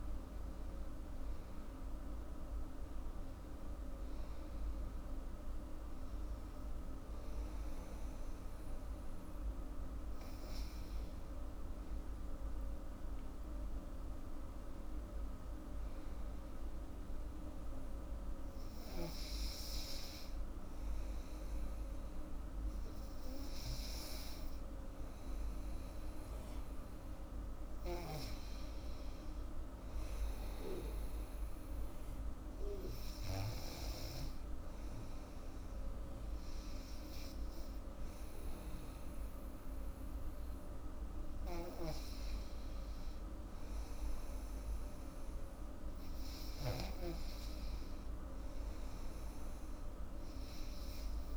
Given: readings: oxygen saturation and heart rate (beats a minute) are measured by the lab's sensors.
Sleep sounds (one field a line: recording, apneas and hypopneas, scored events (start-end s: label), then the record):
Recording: breathing in sleep, hard to hear, by a room microphone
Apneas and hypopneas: 1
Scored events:
17.00-27.50 s: hypopnea (oxygen 98% before, 94% lowest, heart rate 86 before, 75 extreme, up 4 after)
28.00-31.50 s: arousal
From the record:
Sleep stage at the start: N2 (light sleep)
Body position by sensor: on the back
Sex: female